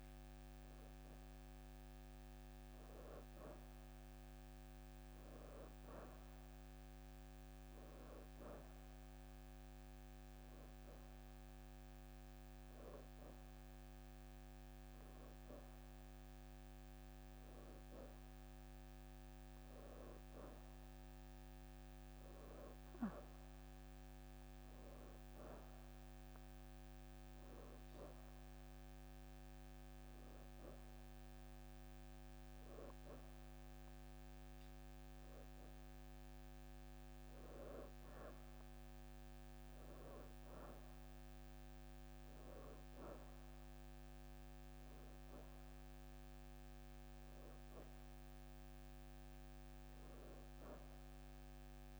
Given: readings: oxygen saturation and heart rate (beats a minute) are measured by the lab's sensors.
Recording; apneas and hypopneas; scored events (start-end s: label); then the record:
breathing in sleep, hard to hear, by a microphone on the trachea; none
0.00-1.00 s: leg movement (device-marked)
0.00-5.50 s: oxygen desaturation (device-marked, oxygen 87% lowest, heart rate 82 extreme)
3.50-5.00 s: leg movement (device-marked)
10.50-17.50 s: oxygen desaturation (device-marked, oxygen 95% before, 92% lowest, heart rate 85 before, 82 extreme)
21.50-25.50 s: arousal
25.50-36.50 s: oxygen desaturation (device-marked, oxygen 93% before, 90% lowest, heart rate 83 before, 82 extreme)
36.50-40.00 s: leg movement (device-marked)
44.50-52.00 s: oxygen desaturation (device-marked, oxygen 93% before, 90% lowest, heart rate 84 before, 80 extreme)
From the record:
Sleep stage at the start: N2 (light sleep); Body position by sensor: on the back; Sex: female